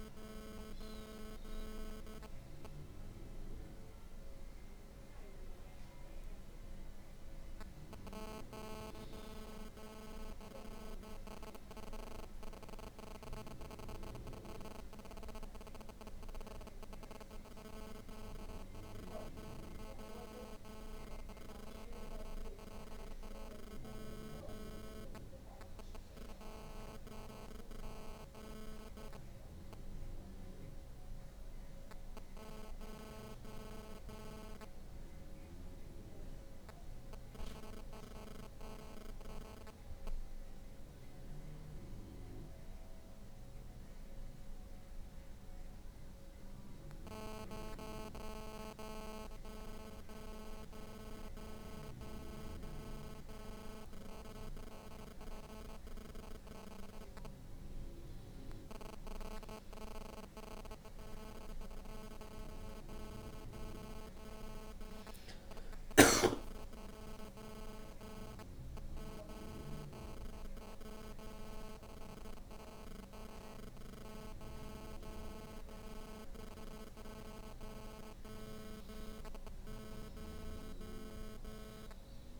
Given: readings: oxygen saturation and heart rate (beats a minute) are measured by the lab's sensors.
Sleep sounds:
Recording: breathing in sleep by a room microphone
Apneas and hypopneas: none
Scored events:
64.50-68.50 s: arousal
From the record:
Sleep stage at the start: N2 (light sleep)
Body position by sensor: on the back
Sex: female

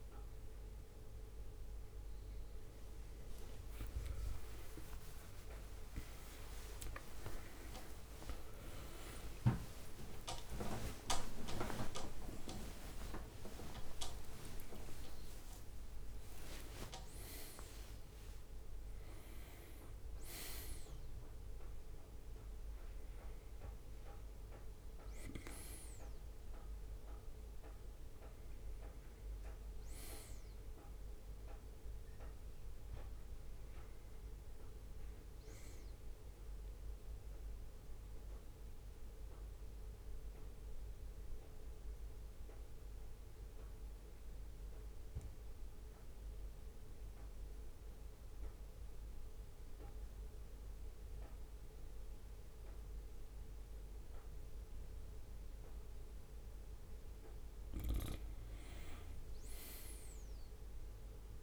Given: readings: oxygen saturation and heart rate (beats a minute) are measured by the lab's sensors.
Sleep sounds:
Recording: a person awake in a sleep study, by a room microphone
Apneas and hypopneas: 1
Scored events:
4.50-12.50 s: tachycardia (device-marked, heart rate 68 before, 171 extreme)
7.50-9.50 s: long interval between heartbeats (device-marked, heart rate 73 before, 118 extreme)
11.00-13.00 s: long interval between heartbeats (device-marked, heart rate 82 before, 170 extreme)
36.50-61.43 s: new sleep stage, N1 (lightest sleep)
37.50-56.50 s: mixed apnea (oxygen 99% before, 93% lowest, heart rate 70 before, 66 extreme, up 3 after)
58.50-61.43 s: arousal
From the record:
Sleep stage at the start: awake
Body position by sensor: on the right side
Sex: male

